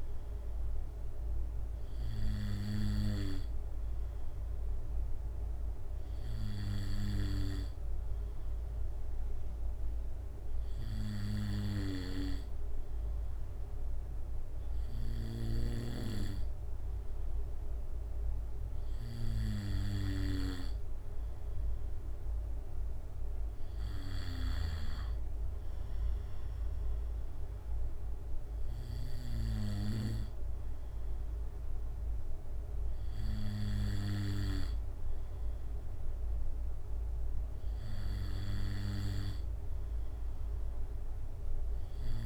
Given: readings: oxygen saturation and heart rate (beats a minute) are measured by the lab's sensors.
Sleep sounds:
breathing in sleep by a room microphone; none
none scored
From the record:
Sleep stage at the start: N2 (light sleep); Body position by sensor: on the back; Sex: male

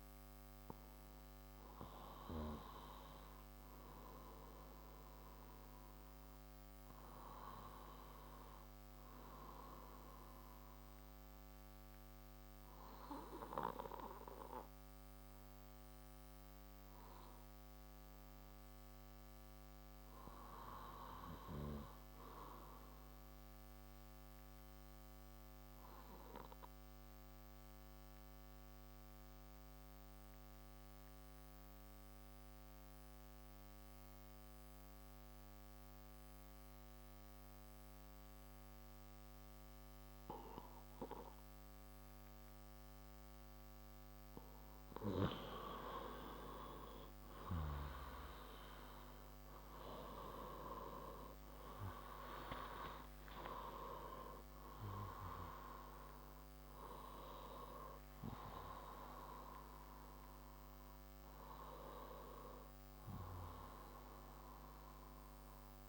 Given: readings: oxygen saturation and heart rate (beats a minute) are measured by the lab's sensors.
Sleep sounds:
breathing in sleep by a microphone on the trachea; 1
0.00-7.00 s: oxygen desaturation (device-marked, oxygen 90% lowest)
17.00-21.00 s: arousal
24.00-43.00 s: obstructive apnea (oxygen 96% before, 89% lowest)
36.00-65.89 s: oxygen desaturation (device-marked, oxygen 96% before, 89% lowest)
47.00-65.89 s: new sleep stage, N1 (lightest sleep)
48.00-53.00 s: arousal
From the record:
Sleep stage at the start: N2 (light sleep); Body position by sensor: on the left side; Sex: male

